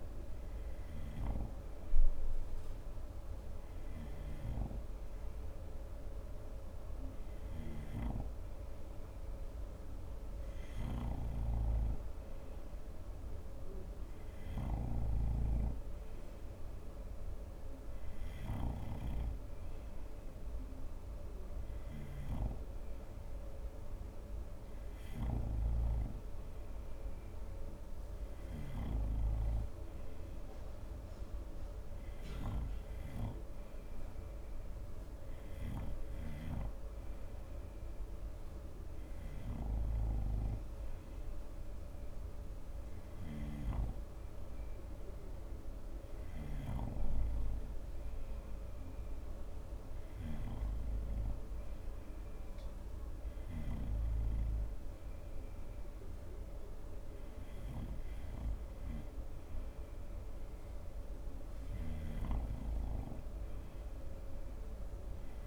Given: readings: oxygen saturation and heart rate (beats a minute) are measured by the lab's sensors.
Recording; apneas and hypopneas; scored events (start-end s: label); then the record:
breathing in sleep by a room microphone; none
15.50-19.50 s: snoring (device-marked)
63.00-65.47 s: snoring (device-marked)
From the record:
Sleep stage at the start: N2 (light sleep); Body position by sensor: on the front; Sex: male